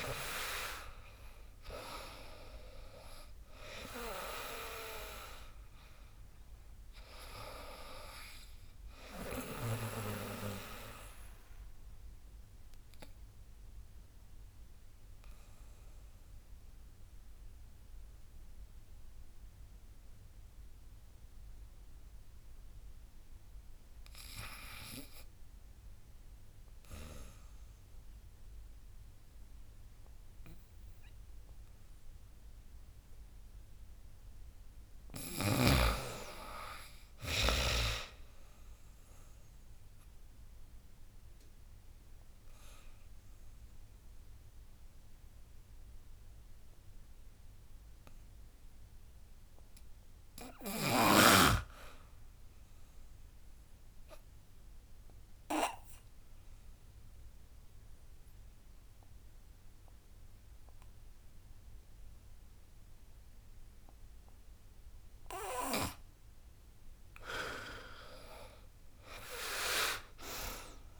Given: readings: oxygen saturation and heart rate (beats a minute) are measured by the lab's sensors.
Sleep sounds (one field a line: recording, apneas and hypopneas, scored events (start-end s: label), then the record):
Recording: breathing in sleep by a room microphone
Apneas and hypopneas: 2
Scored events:
0.00-1.00 s: arousal
0.00-10.50 s: drop in pulse transit time (device-marked, heart rate 79 extreme)
2.50-12.50 s: oxygen desaturation (device-marked, oxygen 96% before, 93% lowest, heart rate 79 before, 69 extreme)
11.00-32.50 s: obstructive apnea (oxygen 96% before, 93% lowest, heart rate 83 before, 69 extreme, up 10 after)
32.50-44.50 s: drop in pulse transit time (device-marked, heart rate 73 before, 79 extreme)
34.50-37.00 s: arousal
37.50-47.50 s: oxygen desaturation (device-marked, oxygen 98% before, 94% lowest, heart rate 76 before, 80 extreme)
41.00-65.00 s: obstructive apnea (oxygen 100% before, 91% lowest, heart rate 78 before, 73 extreme, up 10 after)
67.00-71.00 s: arousal
67.50-71.00 s: drop in pulse transit time (device-marked, heart rate 83 before, 76 extreme)
68.50-71.00 s: oxygen desaturation (device-marked, oxygen 97% before, 93% lowest, heart rate 84 before, 72 extreme)
From the record:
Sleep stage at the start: N2 (light sleep)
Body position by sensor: on the back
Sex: female